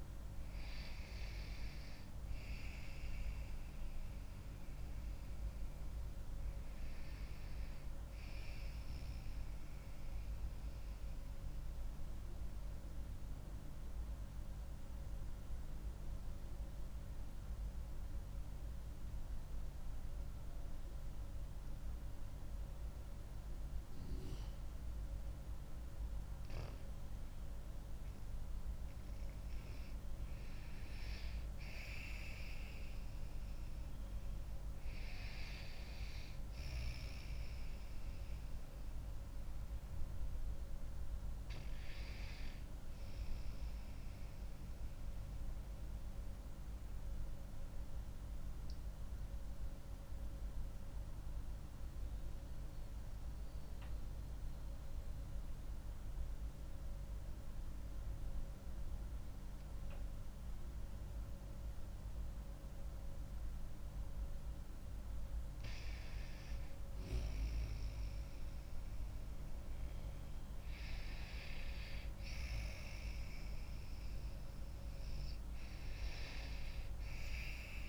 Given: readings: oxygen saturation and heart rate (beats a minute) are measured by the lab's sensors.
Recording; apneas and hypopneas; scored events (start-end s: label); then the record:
breathing in sleep by a room microphone; 2
0.00-8.50 s: oxygen desaturation (device-marked, oxygen 86% lowest)
11.50-28.50 s: obstructive apnea (oxygen 96% before, 85% lowest)
30.50-34.00 s: arousal
37.50-63.50 s: oxygen desaturation (device-marked, oxygen 96% before, 88% lowest)
45.50-64.00 s: obstructive apnea (oxygen 96% before, 85% lowest)
66.50-70.50 s: arousal
69.50-77.89 s: oxygen desaturation (device-marked, oxygen 95% before, 85% lowest)
From the record:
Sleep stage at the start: REM sleep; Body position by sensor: on the back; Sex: female